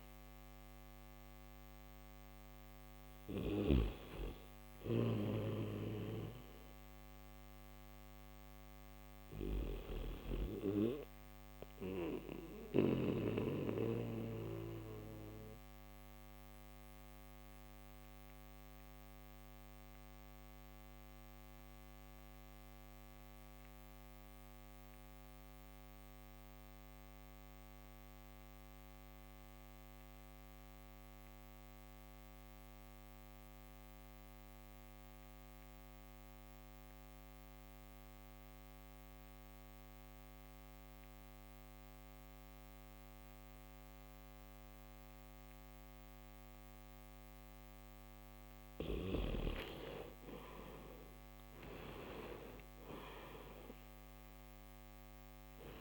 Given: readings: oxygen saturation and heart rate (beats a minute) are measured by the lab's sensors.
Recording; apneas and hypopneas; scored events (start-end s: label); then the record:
breathing in sleep by a microphone on the trachea; none
0.00-3.00 s: snoring (device-marked)
9.00-12.50 s: snoring (device-marked)
From the record:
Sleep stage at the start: N3 (deep sleep); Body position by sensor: on the back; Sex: male